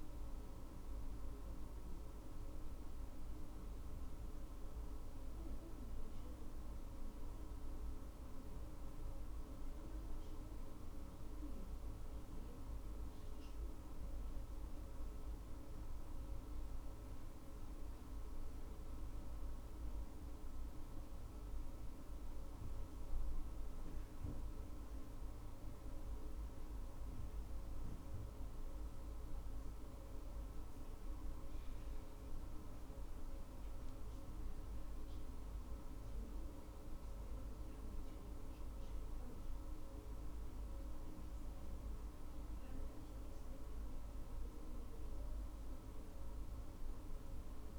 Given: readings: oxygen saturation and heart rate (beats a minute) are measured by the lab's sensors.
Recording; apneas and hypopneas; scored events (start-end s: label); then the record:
breathing in sleep, hard to hear, by a room microphone; none
none scored
From the record:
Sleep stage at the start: N1 (lightest sleep); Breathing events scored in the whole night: 100 in 5.5 hours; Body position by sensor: on the back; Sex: female